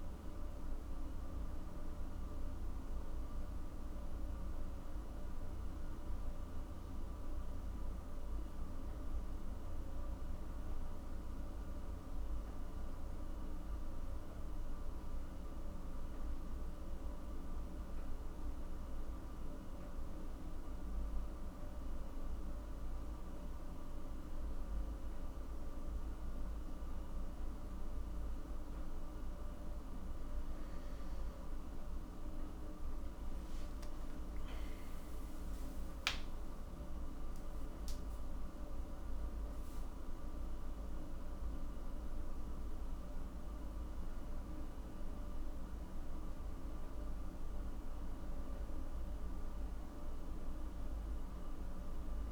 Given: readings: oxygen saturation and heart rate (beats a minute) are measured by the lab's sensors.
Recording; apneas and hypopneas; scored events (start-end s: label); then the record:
breathing in sleep, hard to hear, by a room microphone; none
33.50-38.50 s: arousal
From the record:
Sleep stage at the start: N1 (lightest sleep); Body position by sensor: on the back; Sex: male